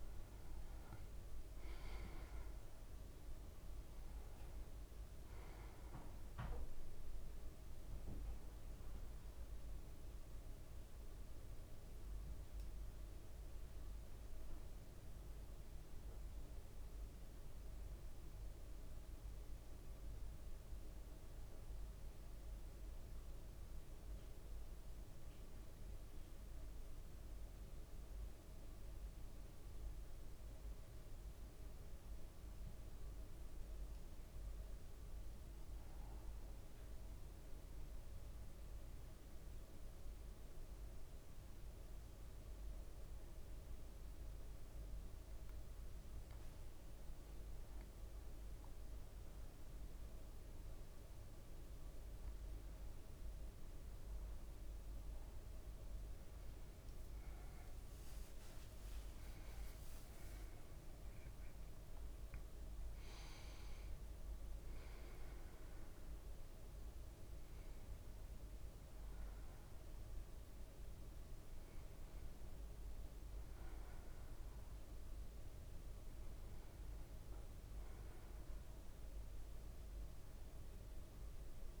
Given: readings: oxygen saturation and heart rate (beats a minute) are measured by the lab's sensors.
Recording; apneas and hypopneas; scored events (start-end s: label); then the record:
breathing in sleep, hard to hear, by a room microphone; 1
0.00-4.00 s: arousal
9.00-46.50 s: hypopnea (oxygen 100% before, 97% lowest, heart rate 56 before, 55 extreme, up 2 after)
57.50-62.00 s: arousal
From the record:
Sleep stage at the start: REM sleep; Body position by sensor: on the back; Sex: male